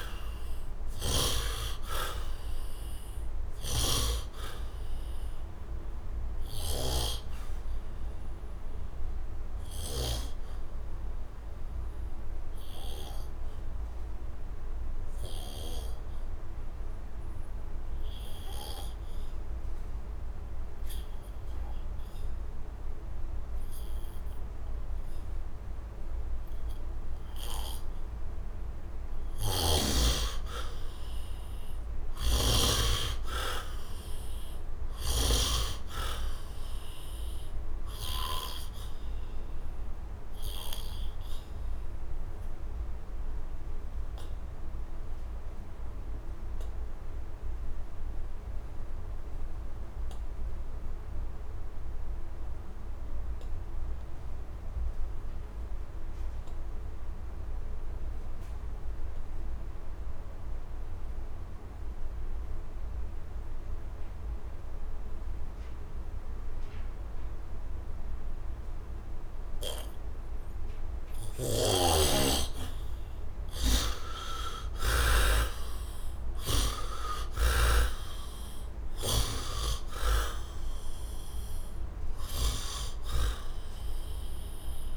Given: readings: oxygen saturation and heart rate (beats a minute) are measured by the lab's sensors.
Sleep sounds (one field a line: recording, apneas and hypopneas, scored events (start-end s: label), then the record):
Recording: breathing in sleep by a room microphone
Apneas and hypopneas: 2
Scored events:
0.00-23.00 s: oxygen desaturation (device-marked, oxygen 64% lowest, heart rate 74 extreme)
3.00-6.50 s: snoring (device-marked)
7.00-31.00 s: obstructive apnea (oxygen 93% before, 63% lowest, heart rate 87 before, 73 extreme, up 6 after)
28.00-49.00 s: oxygen desaturation (device-marked, oxygen 100% before, 74% lowest, heart rate 77 before, 73 extreme)
31.50-35.00 s: snoring (device-marked)
32.00-35.00 s: arousal
37.50-72.00 s: obstructive apnea (oxygen 100% before, 63% lowest, heart rate 79 before, 73 extreme, up 27 after)
55.00-84.97 s: oxygen desaturation (device-marked, oxygen 98% before, 63% lowest, heart rate 76 before, 74 extreme)
73.50-77.50 s: arousal
From the record:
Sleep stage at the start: N2 (light sleep)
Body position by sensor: on the back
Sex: male